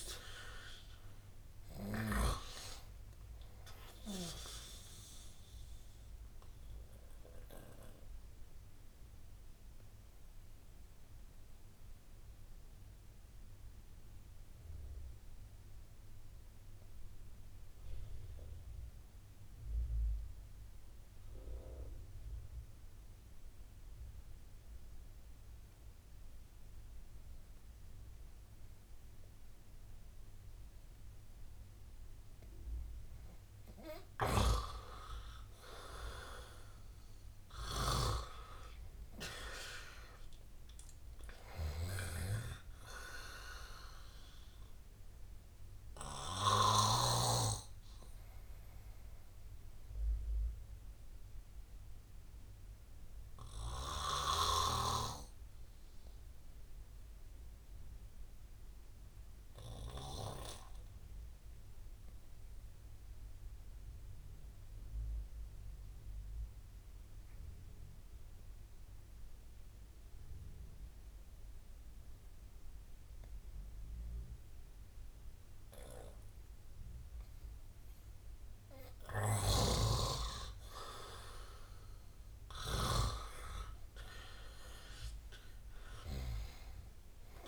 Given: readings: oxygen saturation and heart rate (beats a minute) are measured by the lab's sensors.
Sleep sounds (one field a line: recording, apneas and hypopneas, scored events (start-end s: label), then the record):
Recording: breathing in sleep by a room microphone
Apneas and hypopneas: 2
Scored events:
0.00-15.00 s: oxygen desaturation (device-marked, oxygen 90% lowest, heart rate 70 extreme)
7.50-34.00 s: obstructive apnea (oxygen 98% before, 87% lowest, heart rate 78 before, 67 extreme, up 14 after)
35.00-65.00 s: oxygen desaturation (device-marked, oxygen 98% before, 87% lowest, heart rate 75 before, 67 extreme)
36.00-39.00 s: arousal
48.00-79.00 s: obstructive apnea (oxygen 98% before, 86% lowest, heart rate 77 before, 68 extreme, up 11 after)
80.00-87.48 s: oxygen desaturation (device-marked, oxygen 97% before, 86% lowest, heart rate 73 before, 71 extreme)
81.50-85.50 s: arousal
From the record:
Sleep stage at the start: N2 (light sleep)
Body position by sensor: on the right side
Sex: male